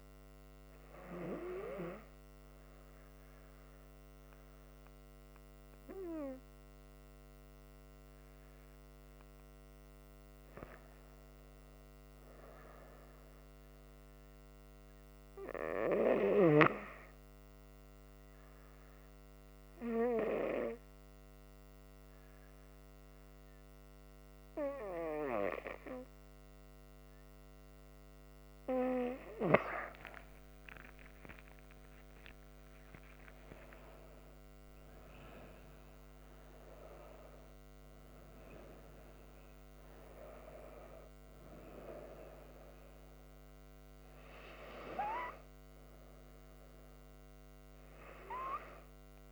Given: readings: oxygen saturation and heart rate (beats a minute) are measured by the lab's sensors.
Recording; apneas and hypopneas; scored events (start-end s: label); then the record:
breathing in sleep by a microphone on the trachea; 1
18.50-29.50 s: hypopnea (oxygen 97% before, 94% lowest, heart rate 65 before, 65 extreme, up 19 after)
30.00-34.00 s: arousal
From the record:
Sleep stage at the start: N2 (light sleep); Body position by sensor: on the front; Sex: female